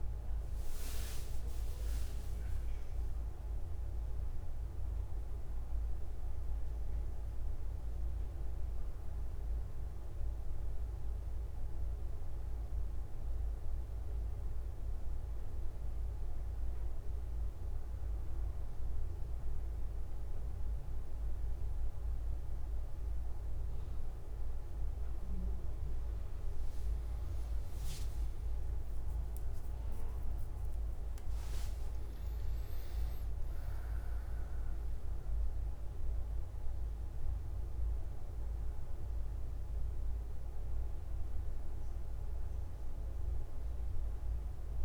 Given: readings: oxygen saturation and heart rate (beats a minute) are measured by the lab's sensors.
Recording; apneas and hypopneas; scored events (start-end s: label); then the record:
breathing in sleep, hard to hear, by a room microphone; 1
0.00-6.50 s: oxygen desaturation (device-marked, oxygen 94% lowest, heart rate 38 extreme)
17.00-27.00 s: obstructive apnea (oxygen 99% before, 94% lowest)
30.50-44.85 s: oxygen desaturation (device-marked, oxygen 98% before, 94% lowest)
From the record:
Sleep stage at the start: N1 (lightest sleep); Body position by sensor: on the back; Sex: male